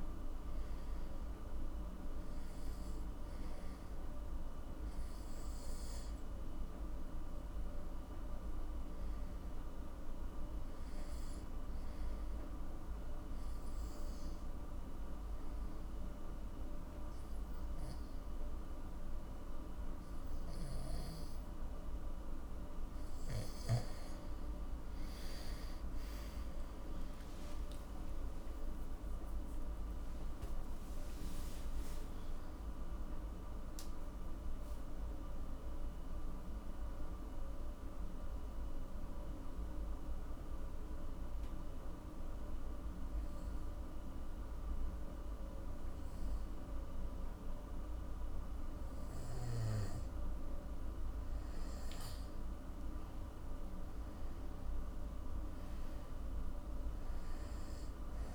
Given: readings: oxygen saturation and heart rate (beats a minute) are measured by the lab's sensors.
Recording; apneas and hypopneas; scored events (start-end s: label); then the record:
breathing in sleep, hard to hear, by a room microphone; 2
0.00-1.00 s: arousal
3.00-16.00 s: oxygen desaturation (device-marked, oxygen 97% before, 94% lowest, heart rate 59 before, 55 extreme)
13.50-23.50 s: obstructive apnea (oxygen 97% before, 92% lowest, heart rate 62 before, 49 extreme, up 21 after)
25.50-31.00 s: arousal
31.00-54.00 s: oxygen desaturation (device-marked, oxygen 97% before, 92% lowest, heart rate 63 before, 49 extreme)
38.50-50.00 s: obstructive apnea (oxygen 97% before, 92% lowest, heart rate 68 before, 49 extreme, up 16 after)
52.50-56.00 s: arousal
From the record:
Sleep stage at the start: N2 (light sleep); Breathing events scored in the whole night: 169 in 4.0 hours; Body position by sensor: on the back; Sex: male